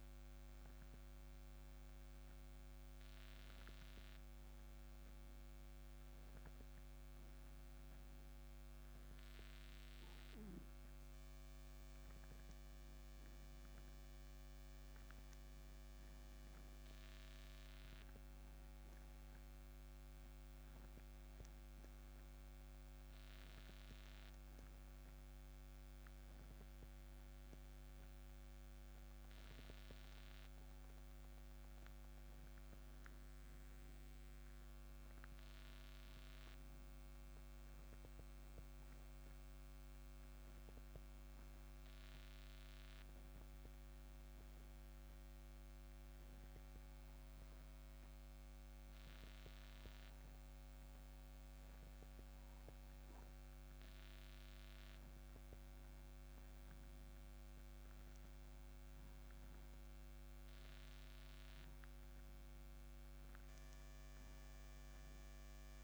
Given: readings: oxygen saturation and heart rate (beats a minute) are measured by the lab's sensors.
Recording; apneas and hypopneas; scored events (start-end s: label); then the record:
breathing in sleep, hard to hear, by a microphone on the trachea; 1
41.00-55.00 s: hypopnea (oxygen 97% before, 94% lowest)
57.50-62.50 s: arousal
From the record:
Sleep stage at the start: N2 (light sleep); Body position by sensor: on the right side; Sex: male